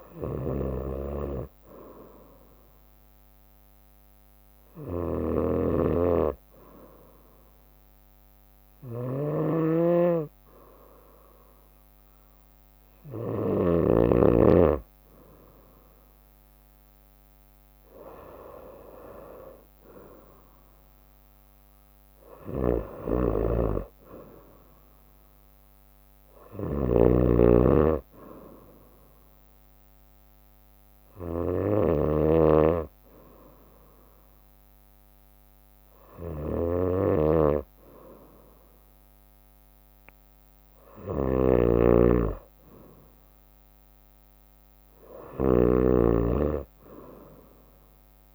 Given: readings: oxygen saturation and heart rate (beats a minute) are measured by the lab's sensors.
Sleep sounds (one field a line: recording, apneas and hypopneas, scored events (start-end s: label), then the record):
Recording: breathing in sleep by a microphone on the trachea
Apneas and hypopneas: 2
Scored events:
0.00-13.50 s: snoring (device-marked)
0.50-14.50 s: obstructive apnea (oxygen 95% before, 92% lowest, heart rate 65 before, 63 extreme, up 4 after)
15.50-28.50 s: drop in pulse transit time (device-marked, heart rate 65 before, 66 extreme)
19.50-24.00 s: arousal
22.50-48.35 s: snoring (device-marked)
29.00-42.50 s: hypopnea (oxygen 95% before, 92% lowest, heart rate 66 before, 62 extreme, up 5 after)
43.00-46.50 s: arousal
From the record:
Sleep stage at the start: N2 (light sleep)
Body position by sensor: on the right side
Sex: female